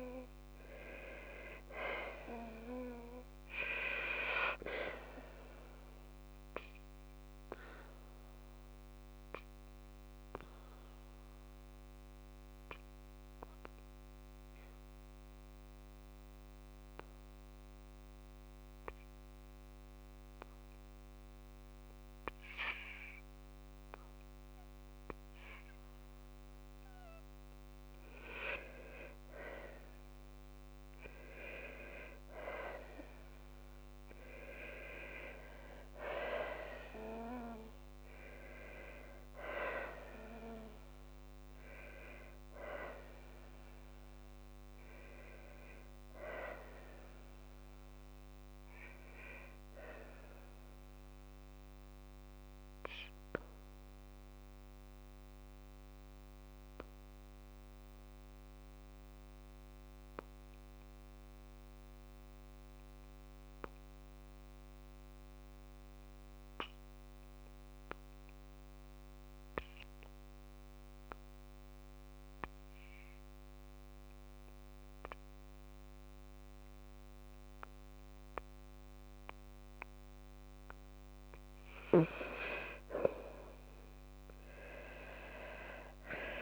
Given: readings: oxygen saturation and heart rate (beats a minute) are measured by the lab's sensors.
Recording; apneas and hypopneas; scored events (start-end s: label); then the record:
breathing in sleep by a microphone on the trachea; 2
1.00-3.00 s: long interval between heartbeats (device-marked, heart rate 57 before, 75 extreme)
21.50-33.50 s: oxygen desaturation (device-marked, oxygen 96% before, 92% lowest, heart rate 63 before, 56 extreme)
34.50-36.50 s: long interval between heartbeats (device-marked, heart rate 57 before, 68 extreme)
37.00-41.00 s: arousal
42.00-57.50 s: obstructive apnea (oxygen 96% before, 94% lowest, heart rate 61 before, 54 extreme, up 0 after)
60.50-63.00 s: arousal
62.50-69.50 s: oxygen desaturation (device-marked, oxygen 97% before, 94% lowest, heart rate 57 before, 54 extreme)
68.50-81.00 s: obstructive apnea (oxygen 97% before, 91% lowest, heart rate 56 before, 54 extreme, up 15 after)
83.50-86.42 s: arousal
84.50-86.42 s: long interval between heartbeats (device-marked, heart rate 55 before, 65 extreme)
From the record:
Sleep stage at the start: N2 (light sleep); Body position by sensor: on the back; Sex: female